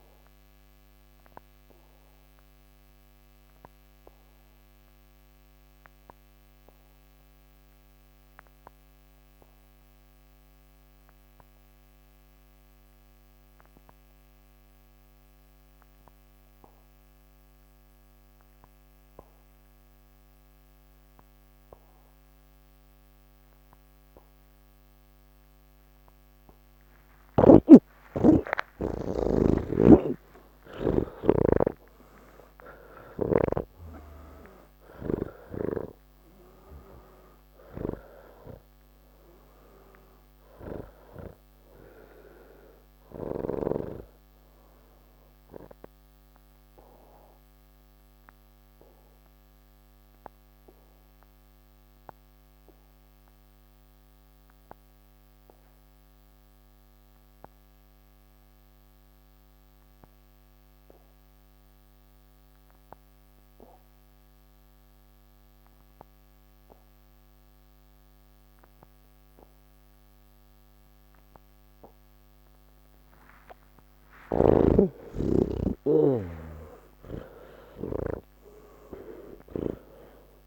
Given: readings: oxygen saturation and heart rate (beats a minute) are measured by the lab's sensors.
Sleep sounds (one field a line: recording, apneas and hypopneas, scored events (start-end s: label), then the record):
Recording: breathing in sleep by a microphone on the trachea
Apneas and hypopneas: 2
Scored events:
0.00-12.00 s: oxygen desaturation (device-marked, oxygen 81% lowest)
4.00-28.50 s: obstructive apnea (oxygen 99% before, 80% lowest)
23.00-57.00 s: oxygen desaturation (device-marked, oxygen 99% before, 80% lowest, heart rate 67 before, 28 extreme)
29.50-33.50 s: snoring (device-marked)
46.50-69.00 s: obstructive apnea (oxygen 98% before, 80% lowest, heart rate 117 before, 28 extreme, up 50 after)
69.00-80.47 s: oxygen desaturation (device-marked, oxygen 99% before, 81% lowest, heart rate 107 before, 28 extreme)
From the record:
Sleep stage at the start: N1 (lightest sleep)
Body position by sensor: on the back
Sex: male